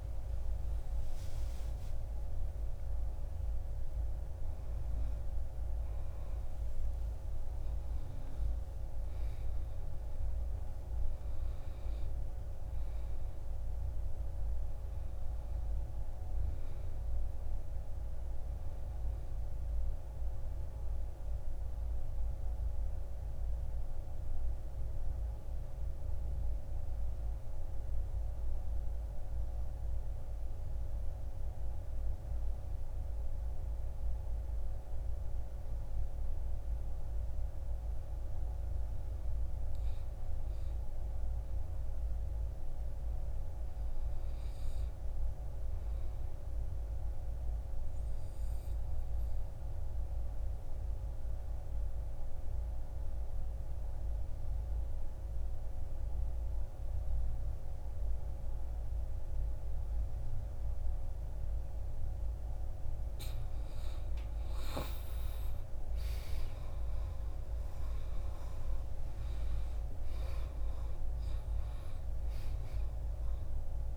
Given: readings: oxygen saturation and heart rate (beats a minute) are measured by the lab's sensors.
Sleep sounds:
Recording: breathing in sleep, hard to hear, by a room microphone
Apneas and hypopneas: 2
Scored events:
0.00-14.50 s: oxygen desaturation (device-marked, oxygen 85% lowest, heart rate 46 extreme)
0.50-30.50 s: new sleep stage, N1 (lightest sleep)
1.00-5.50 s: arousal
29.00-40.50 s: obstructive apnea (oxygen 97% before, 90% lowest, heart rate 57 before, 48 extreme, up 10 after)
30.50-73.97 s: new sleep stage, N2 (light sleep)
43.00-46.50 s: arousal
51.50-63.50 s: obstructive apnea (oxygen 98% before, 90% lowest, heart rate 53 before, 52 extreme, up 13 after)
57.50-68.50 s: oxygen desaturation (device-marked, oxygen 97% before, 92% lowest, heart rate 54 before, 53 extreme)
68.00-72.00 s: arousal
From the record:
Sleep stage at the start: N2 (light sleep)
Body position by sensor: on the back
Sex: male

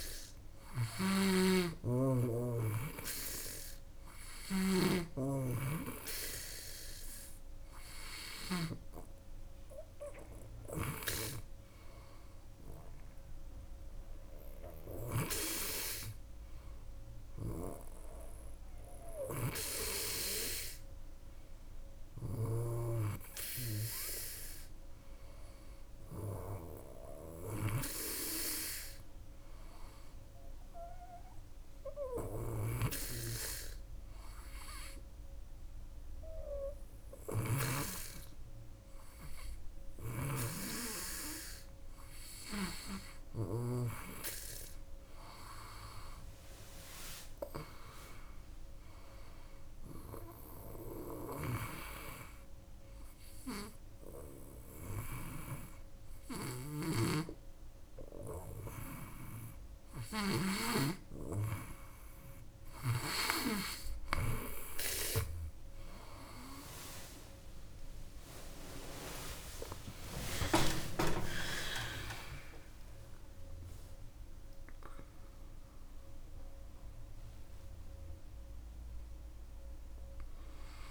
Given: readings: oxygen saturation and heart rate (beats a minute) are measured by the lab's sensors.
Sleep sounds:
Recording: breathing in sleep by a room microphone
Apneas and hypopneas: 1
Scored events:
0.00-8.50 s: snoring (device-marked)
14.50-37.50 s: snoring (device-marked)
33.00-43.00 s: hypopnea (oxygen 98% before, 96% lowest, heart rate 82 before, 76 extreme, up 10 after)
39.50-43.50 s: snoring (device-marked)
46.00-49.00 s: arousal
51.00-60.50 s: snoring (device-marked)
68.50-72.50 s: arousal
From the record:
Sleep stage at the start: N2 (light sleep)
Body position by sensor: on the back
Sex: female

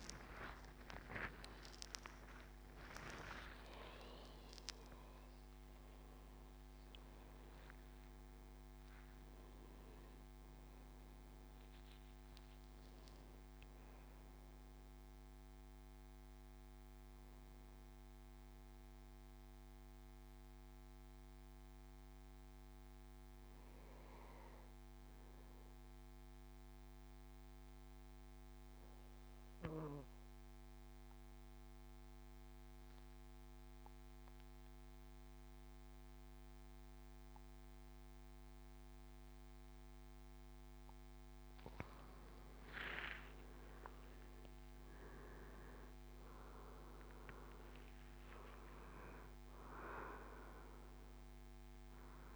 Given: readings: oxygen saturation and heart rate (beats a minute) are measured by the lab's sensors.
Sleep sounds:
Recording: breathing in sleep by a microphone on the trachea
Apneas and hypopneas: 1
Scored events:
0.00-2.50 s: arousal
0.00-13.50 s: oxygen desaturation (device-marked, oxygen 89% lowest, heart rate 67 extreme)
2.50-4.50 s: tachycardia (device-marked, heart rate 74 before, 100 extreme)
18.50-39.00 s: obstructive apnea (oxygen 95% before, 91% lowest, heart rate 93 before, 66 extreme, up 10 after)
42.50-52.36 s: oxygen desaturation (device-marked, oxygen 99% before, 93% lowest, heart rate 72 before, 65 extreme)
43.00-46.50 s: arousal
From the record:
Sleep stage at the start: N2 (light sleep)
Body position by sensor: on the back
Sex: male

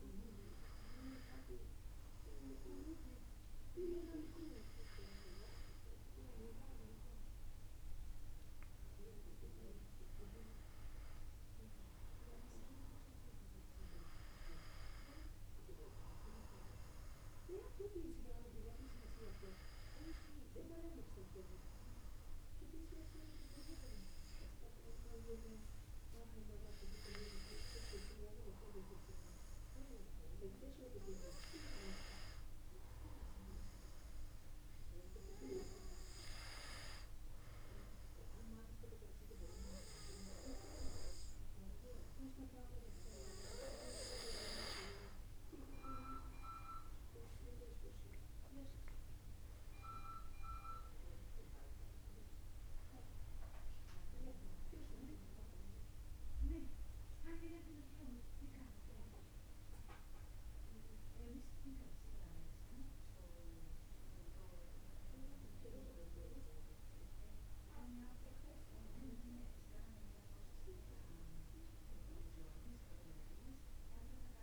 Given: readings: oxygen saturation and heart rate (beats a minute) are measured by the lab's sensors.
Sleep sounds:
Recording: breathing in sleep by a room microphone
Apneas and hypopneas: none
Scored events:
45.50-49.50 s: arousal
From the record:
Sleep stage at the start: N2 (light sleep)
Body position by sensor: on the back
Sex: male

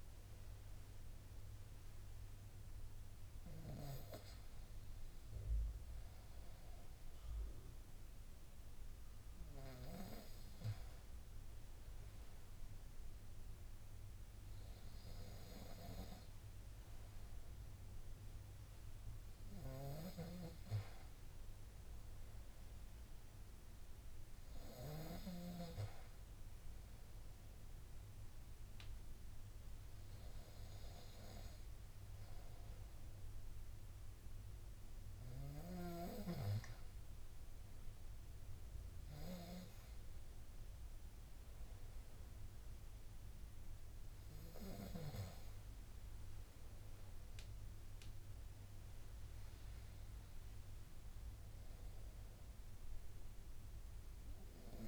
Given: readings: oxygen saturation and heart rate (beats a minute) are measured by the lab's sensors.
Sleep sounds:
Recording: breathing in sleep by a room microphone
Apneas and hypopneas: none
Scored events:
none scored
From the record:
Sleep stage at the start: N2 (light sleep)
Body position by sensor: on the front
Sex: male

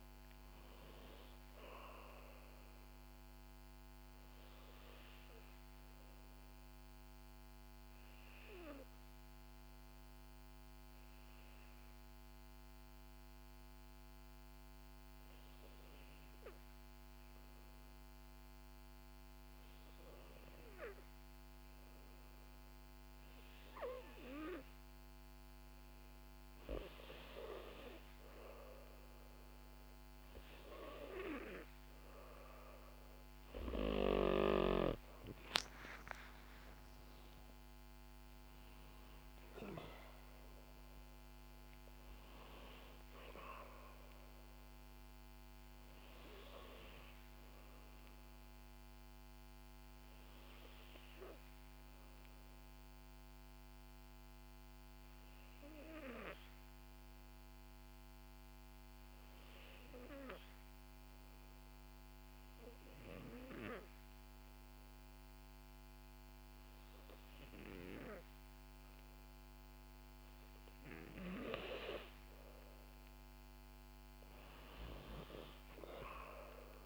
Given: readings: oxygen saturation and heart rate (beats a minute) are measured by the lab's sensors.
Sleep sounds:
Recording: breathing in sleep by a microphone on the trachea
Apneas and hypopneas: 2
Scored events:
8.50-24.00 s: obstructive apnea (oxygen 93% before, 90% lowest, heart rate 67 before, 59 extreme, up 6 after)
30.00-45.00 s: oxygen desaturation (device-marked, oxygen 96% before, 92% lowest, heart rate 61 before, 58 extreme)
35.00-39.00 s: arousal
49.50-70.00 s: hypopnea (oxygen 96% before, 91% lowest, heart rate 65 before, 57 extreme, up 1 after)
72.00-75.00 s: arousal
74.00-76.86 s: oxygen desaturation (device-marked, oxygen 96% before, 91% lowest, heart rate 62 before, 56 extreme)
From the record:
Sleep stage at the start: N2 (light sleep)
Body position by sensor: on the back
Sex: female

